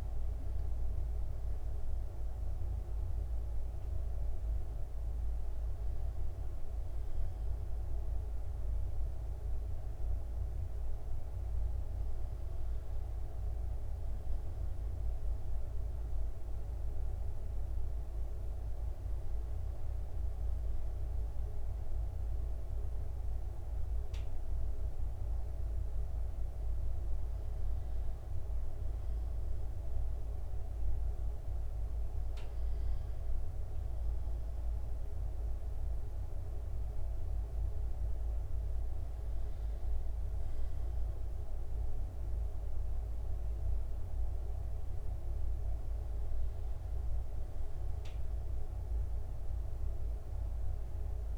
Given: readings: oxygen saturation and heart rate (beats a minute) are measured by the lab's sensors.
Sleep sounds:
a person partly awake in a sleep study, hard to hear, by a room microphone; none
0.50-51.38 s: new sleep stage, N1 (lightest sleep)
From the record:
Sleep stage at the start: awake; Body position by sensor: on the right side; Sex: male

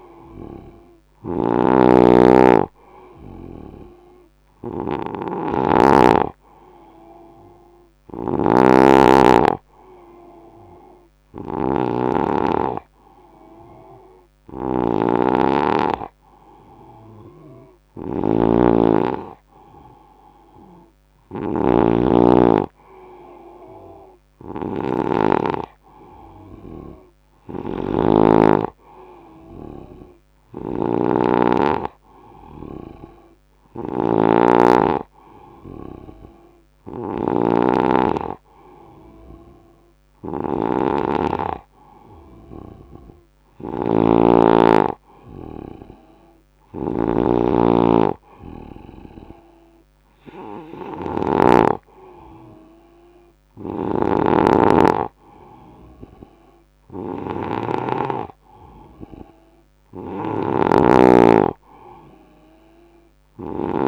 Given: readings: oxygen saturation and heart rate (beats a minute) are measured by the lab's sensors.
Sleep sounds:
breathing in sleep by a microphone on the trachea; none
0.00-63.88 s: snoring (device-marked)
From the record:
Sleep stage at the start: N2 (light sleep); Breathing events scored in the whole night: 271 in 4.0 hours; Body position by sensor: on the right side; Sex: male

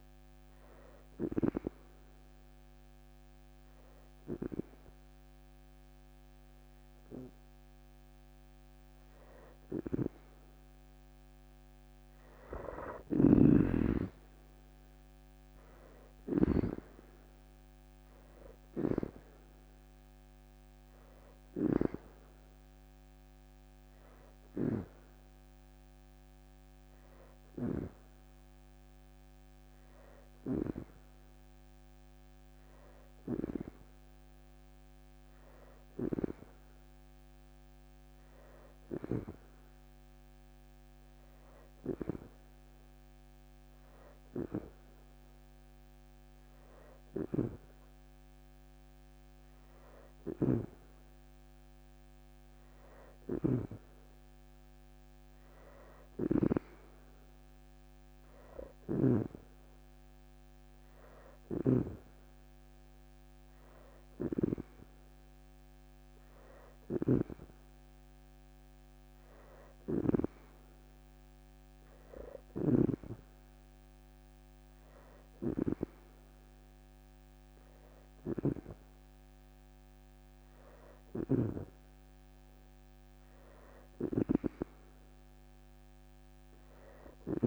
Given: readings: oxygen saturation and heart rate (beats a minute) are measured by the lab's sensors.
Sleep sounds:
breathing in sleep by a microphone on the trachea; none
12.50-16.00 s: snoring (device-marked)
18.00-21.50 s: leg movement (device-marked)
20.00-37.00 s: oxygen desaturation (device-marked, oxygen 90% before, 83% lowest, heart rate 63 before, 43 extreme)
34.50-35.50 s: leg movement (device-marked)
44.00-46.00 s: leg movement (device-marked)
48.50-49.50 s: leg movement (device-marked)
49.50-56.00 s: snoring (device-marked)
51.50-53.00 s: leg movement (device-marked)
58.00-87.47 s: snoring (device-marked)
58.50-59.50 s: leg movement (device-marked)
From the record:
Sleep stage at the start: N2 (light sleep); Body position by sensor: on the back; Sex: female

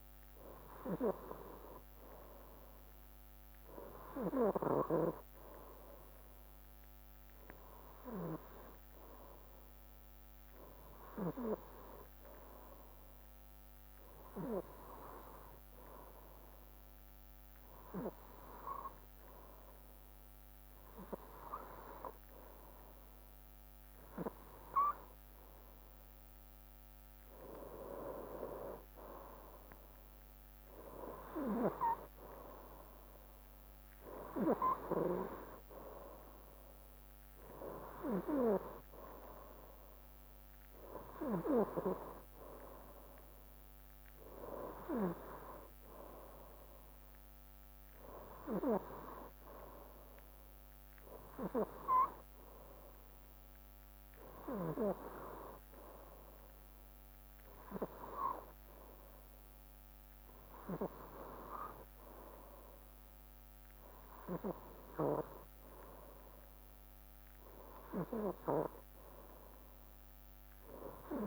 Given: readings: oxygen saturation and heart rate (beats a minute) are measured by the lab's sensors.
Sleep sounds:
breathing in sleep by a microphone on the trachea; none
none scored
From the record:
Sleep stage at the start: N2 (light sleep); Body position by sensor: on the right side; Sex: male

